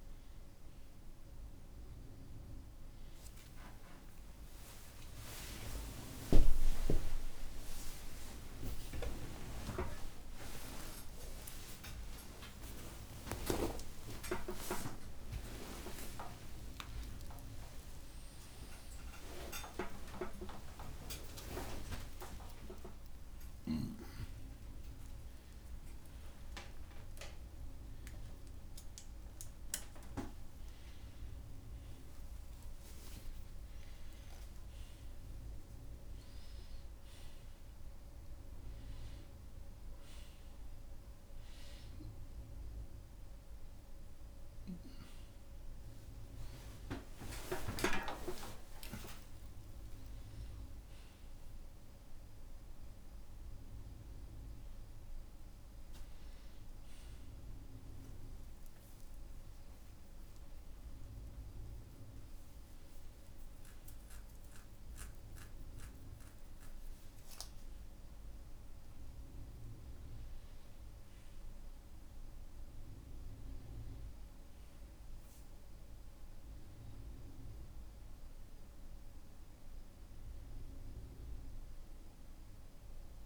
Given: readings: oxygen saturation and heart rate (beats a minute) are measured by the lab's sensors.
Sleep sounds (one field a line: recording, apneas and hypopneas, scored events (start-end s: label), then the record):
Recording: a person awake in a sleep study, by a room microphone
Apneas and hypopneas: none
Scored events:
5.50-16.50 s: tachycardia (device-marked, heart rate 67 before, 139 extreme)
6.00-8.00 s: long interval between heartbeats (device-marked, heart rate 132 before, 79 extreme)
8.00-10.00 s: long interval between heartbeats (device-marked, heart rate 133 before, 96 extreme)
11.50-13.50 s: long interval between heartbeats (device-marked, heart rate 137 before, 126 extreme)
14.50-16.50 s: long interval between heartbeats (device-marked, heart rate 129 before, 128 extreme)
16.50-18.50 s: long interval between heartbeats (device-marked, heart rate 120 before, 115 extreme)
23.50-36.50 s: tachycardia (device-marked, heart rate 69 before, 143 extreme)
27.50-29.50 s: long interval between heartbeats (device-marked, heart rate 111 before, 121 extreme)
30.50-45.50 s: oxygen desaturation (device-marked, oxygen 99% before, 96% lowest, heart rate 114 before, 74 extreme)
33.00-35.00 s: long interval between heartbeats (device-marked, heart rate 113 before, 131 extreme)
57.50-64.50 s: tachycardia (device-marked, heart rate 71 before, 120 extreme)
65.00-67.00 s: long interval between heartbeats (device-marked, heart rate 86 before, 114 extreme)
70.00-72.00 s: long interval between heartbeats (device-marked, heart rate 93 before, 78 extreme)
From the record:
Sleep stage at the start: awake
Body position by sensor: upright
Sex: male